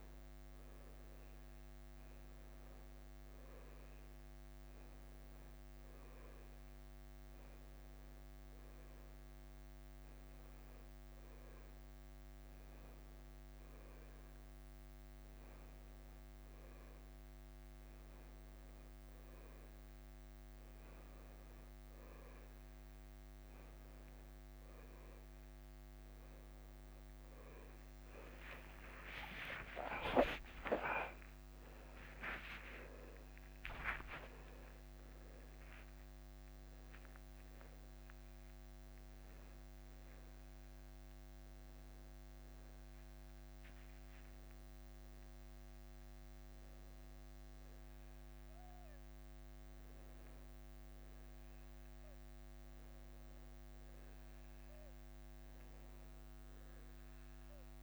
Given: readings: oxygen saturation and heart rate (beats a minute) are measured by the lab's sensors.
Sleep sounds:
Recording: breathing in sleep by a microphone on the trachea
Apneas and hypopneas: 1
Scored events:
0.00-2.00 s: arousal
5.50-18.00 s: hypopnea (oxygen 96% before, 90% lowest, heart rate 89 before, 89 extreme, up 0 after)
7.50-23.50 s: oxygen desaturation (device-marked, oxygen 96% before, 90% lowest, heart rate 89 before, 89 extreme)
29.00-34.50 s: arousal
30.50-42.50 s: drop in pulse transit time (device-marked, heart rate 89 before, 91 extreme)
36.50-42.50 s: tachycardia (device-marked, heart rate 90 before, 109 extreme)
40.00-42.00 s: long interval between heartbeats (device-marked, heart rate 92 before, 108 extreme)
From the record:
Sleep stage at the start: N1 (lightest sleep)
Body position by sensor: on the left side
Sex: male

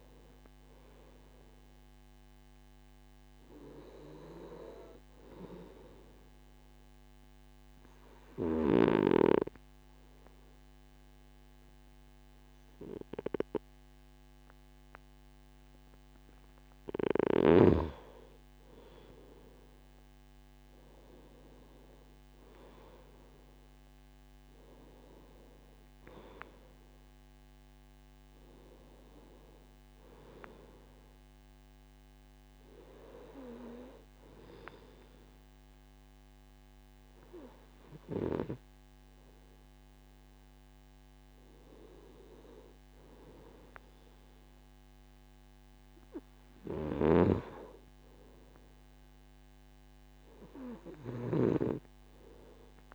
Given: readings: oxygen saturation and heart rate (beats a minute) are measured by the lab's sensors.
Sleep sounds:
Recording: breathing in sleep by a microphone on the trachea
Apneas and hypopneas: 1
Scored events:
6.50-17.50 s: obstructive apnea (oxygen 94% before, 92% lowest, heart rate 60 before, 55 extreme, up 5 after)
19.50-24.50 s: arousal
From the record:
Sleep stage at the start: N2 (light sleep)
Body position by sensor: on the right side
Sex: male

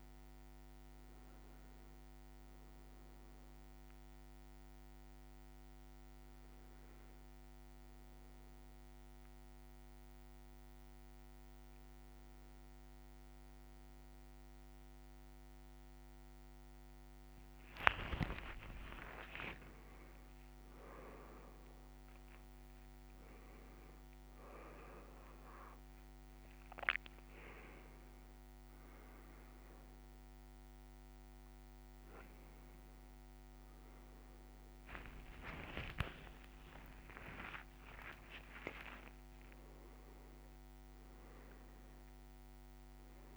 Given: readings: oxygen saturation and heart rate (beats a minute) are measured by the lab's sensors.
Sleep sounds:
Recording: breathing in sleep by a microphone on the trachea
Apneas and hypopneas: 1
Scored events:
0.00-22.50 s: oxygen desaturation (device-marked, oxygen 94% lowest, heart rate 56 extreme)
4.00-15.50 s: hypopnea (oxygen 99% before, 94% lowest, heart rate 57 before, 56 extreme, up 6 after)
5.50-35.50 s: new sleep stage, N1 (lightest sleep)
16.50-22.50 s: leg movement (device-marked)
34.50-39.00 s: leg movement (device-marked)
35.50-43.37 s: new sleep stage, awake
From the record:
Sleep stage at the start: N2 (light sleep)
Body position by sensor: on the back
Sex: male

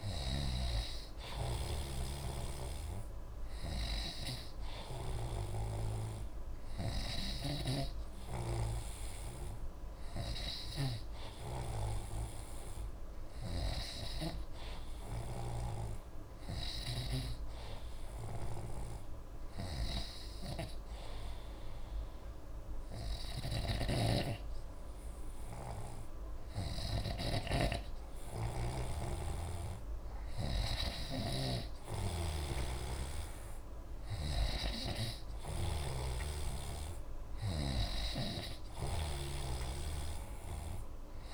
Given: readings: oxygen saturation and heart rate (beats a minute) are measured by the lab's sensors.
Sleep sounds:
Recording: breathing in sleep by a room microphone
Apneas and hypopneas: none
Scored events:
0.00-10.50 s: oxygen desaturation (device-marked, oxygen 91% lowest, heart rate 27 extreme)
7.50-17.50 s: snoring (device-marked)
19.50-34.50 s: snoring (device-marked)
From the record:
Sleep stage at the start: N2 (light sleep)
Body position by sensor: on the right side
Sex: male

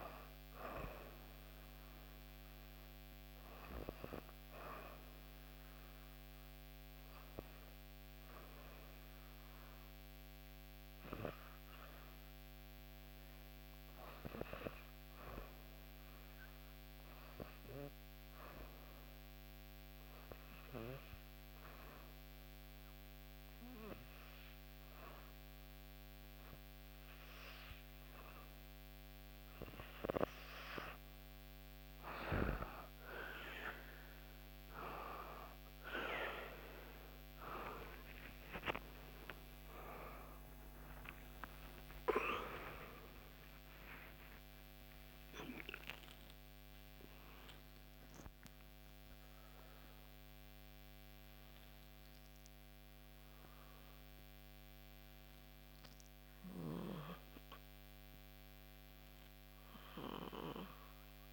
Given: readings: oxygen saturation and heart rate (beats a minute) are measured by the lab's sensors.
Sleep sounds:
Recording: breathing in sleep by a microphone on the trachea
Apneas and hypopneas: 1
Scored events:
0.00-2.50 s: oxygen desaturation (device-marked, oxygen 90% lowest, heart rate 62 extreme)
4.00-30.00 s: hypopnea (oxygen 96% before, 91% lowest, heart rate 69 before, 63 extreme, up 5 after)
29.50-58.50 s: oxygen desaturation (device-marked, oxygen 97% before, 91% lowest, heart rate 64 before, 61 extreme)
37.50-43.50 s: arousal
40.50-42.50 s: long interval between heartbeats (device-marked, heart rate 65 before, 81 extreme)
From the record:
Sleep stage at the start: N2 (light sleep)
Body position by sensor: on the back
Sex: female

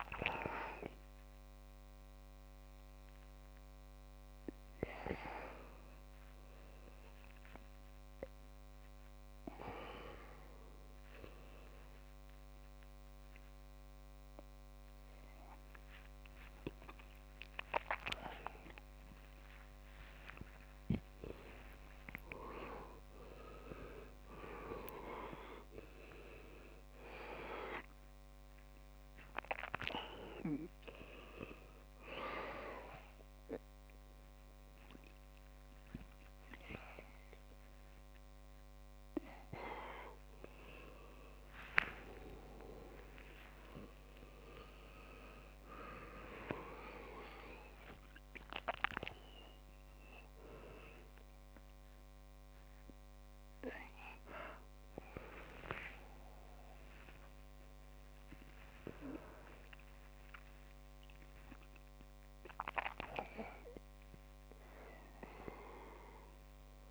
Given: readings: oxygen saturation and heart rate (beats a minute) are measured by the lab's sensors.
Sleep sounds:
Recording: a person awake in a sleep study, by a microphone on the trachea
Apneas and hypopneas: none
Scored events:
none scored
From the record:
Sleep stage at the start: awake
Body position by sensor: on the back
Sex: male

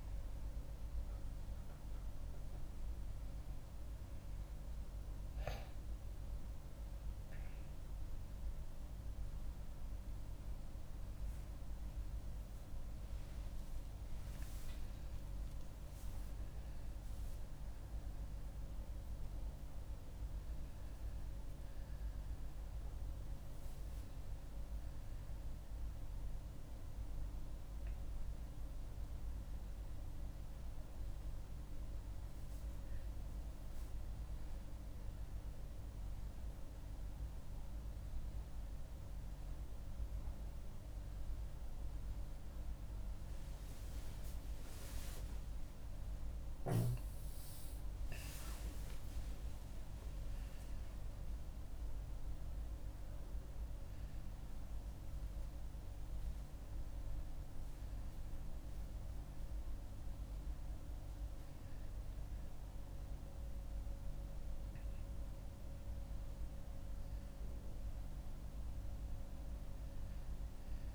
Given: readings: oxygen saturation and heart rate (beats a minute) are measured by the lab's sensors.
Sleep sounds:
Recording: a person awake in a sleep study, hard to hear, by a room microphone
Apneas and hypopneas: none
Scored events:
3.50-70.95 s: new sleep stage, awake
From the record:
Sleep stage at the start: N1 (lightest sleep)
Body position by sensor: on the back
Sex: female

